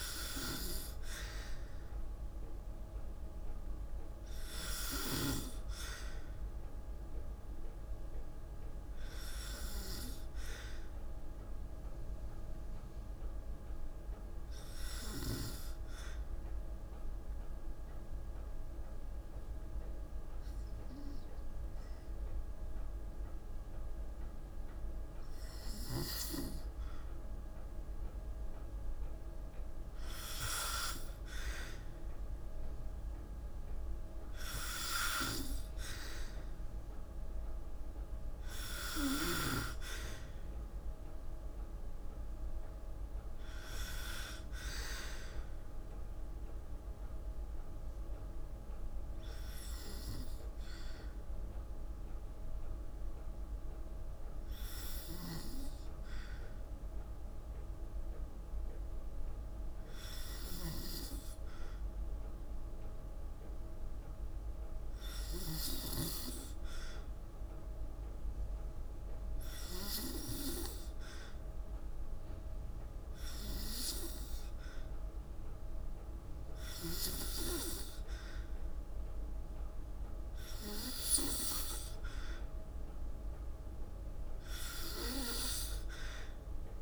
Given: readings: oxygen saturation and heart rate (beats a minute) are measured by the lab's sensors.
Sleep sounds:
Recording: breathing in sleep by a room microphone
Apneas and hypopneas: 2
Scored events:
9.00-25.00 s: hypopnea (oxygen 97% before, 94% lowest, heart rate 54 before, 53 extreme, up 0 after)
27.00-30.50 s: arousal
46.50-60.00 s: hypopnea (oxygen 97% before, 93% lowest, heart rate 54 before, 53 extreme, up 1 after)
61.50-64.50 s: arousal
From the record:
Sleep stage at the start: N2 (light sleep)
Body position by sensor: on the back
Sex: female

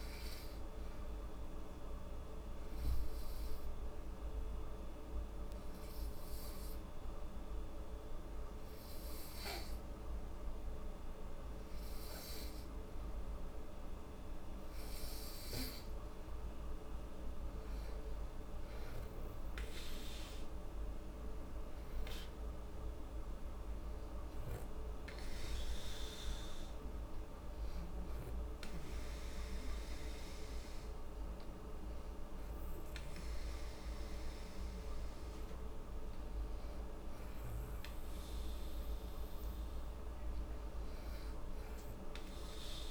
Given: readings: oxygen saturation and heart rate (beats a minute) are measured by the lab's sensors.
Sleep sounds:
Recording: breathing in sleep, hard to hear, by a room microphone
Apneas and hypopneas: 1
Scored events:
2.00-14.50 s: obstructive apnea (oxygen 97% before, 90% lowest, heart rate 75 before, 71 extreme, up 5 after)
12.50-40.50 s: oxygen desaturation (device-marked, oxygen 96% before, 90% lowest, heart rate 73 before, 71 extreme)
18.00-21.00 s: arousal
From the record:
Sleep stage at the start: N2 (light sleep)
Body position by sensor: on the back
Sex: female

